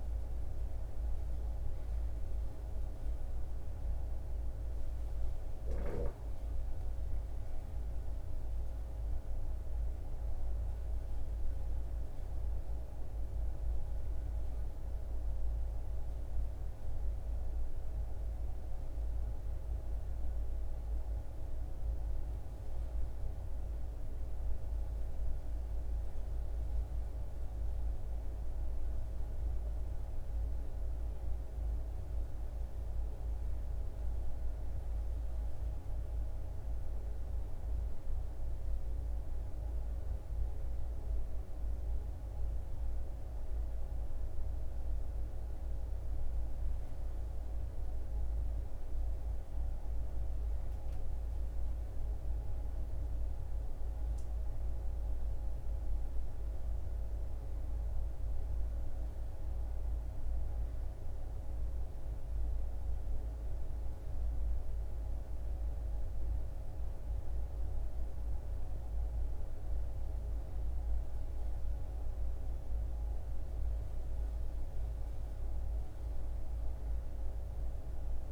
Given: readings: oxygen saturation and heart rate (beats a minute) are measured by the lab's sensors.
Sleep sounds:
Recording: breathing in sleep, hard to hear, by a room microphone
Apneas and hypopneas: none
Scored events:
none scored
From the record:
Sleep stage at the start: N1 (lightest sleep)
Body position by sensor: on the back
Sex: male

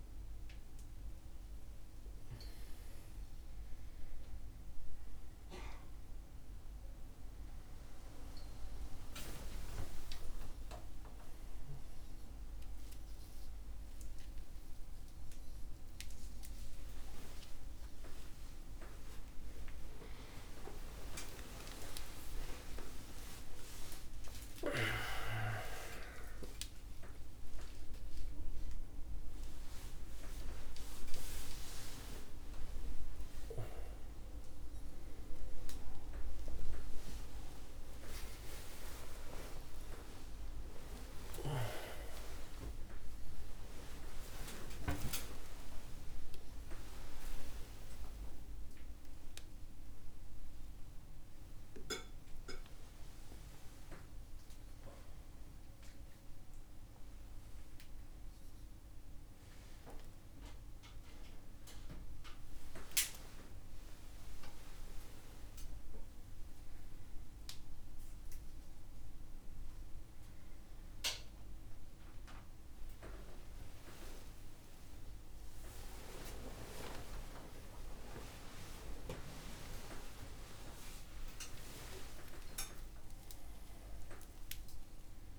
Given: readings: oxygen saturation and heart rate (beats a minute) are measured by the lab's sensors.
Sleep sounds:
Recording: a person awake in a sleep study, by a room microphone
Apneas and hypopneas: none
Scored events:
none scored
From the record:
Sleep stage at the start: awake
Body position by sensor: on the right side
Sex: male

